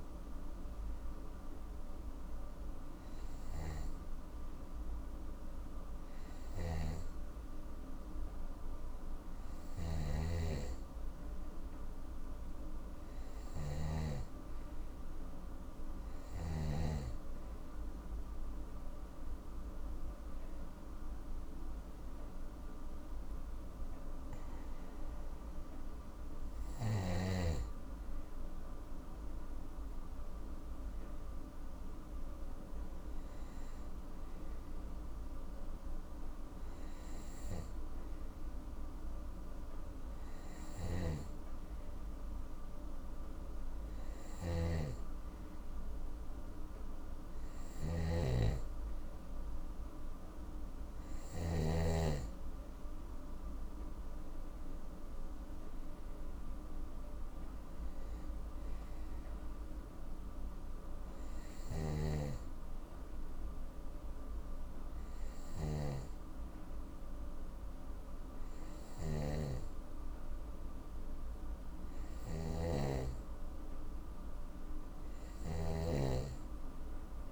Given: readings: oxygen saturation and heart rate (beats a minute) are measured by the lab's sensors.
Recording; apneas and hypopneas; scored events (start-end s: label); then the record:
breathing in sleep by a room microphone; none
6.00-14.00 s: snoring (device-marked)
40.50-51.50 s: snoring (device-marked)
61.50-75.50 s: snoring (device-marked)
From the record:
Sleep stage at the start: N2 (light sleep); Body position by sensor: on the right side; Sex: male